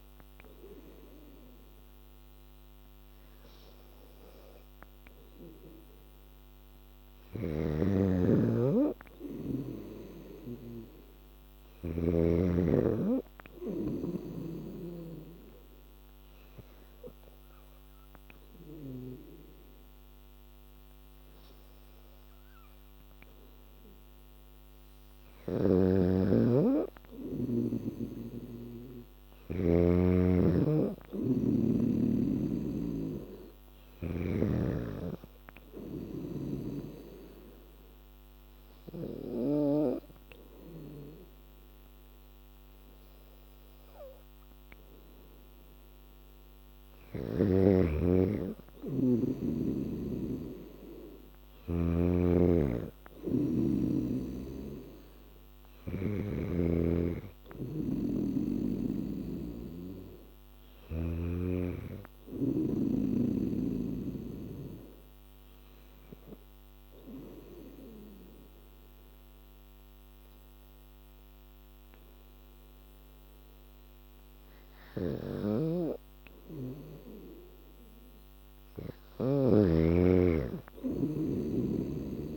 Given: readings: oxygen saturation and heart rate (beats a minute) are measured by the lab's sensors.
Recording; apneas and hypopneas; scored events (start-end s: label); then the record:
breathing in sleep by a microphone on the trachea; 3
7.00-12.00 s: snoring (device-marked)
9.50-12.50 s: arousal
15.00-26.00 s: obstructive apnea (oxygen 98% before, 94% lowest, heart rate 84 before, 79 extreme, up 5 after)
28.50-31.50 s: arousal
32.00-42.00 s: oxygen desaturation (device-marked, oxygen 97% before, 94% lowest, heart rate 81 before, 81 extreme)
32.50-39.50 s: snoring (device-marked)
35.00-47.50 s: hypopnea (oxygen 98% before, 93% lowest, heart rate 81 before, 81 extreme, up 2 after)
49.50-52.50 s: arousal
52.00-56.00 s: snoring (device-marked)
65.50-76.50 s: obstructive apnea (oxygen 97% before, 92% lowest, heart rate 84 before, 82 extreme, up 5 after)
75.00-79.50 s: snoring (device-marked)
78.50-82.00 s: arousal
From the record:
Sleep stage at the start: N3 (deep sleep); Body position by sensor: on the back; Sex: female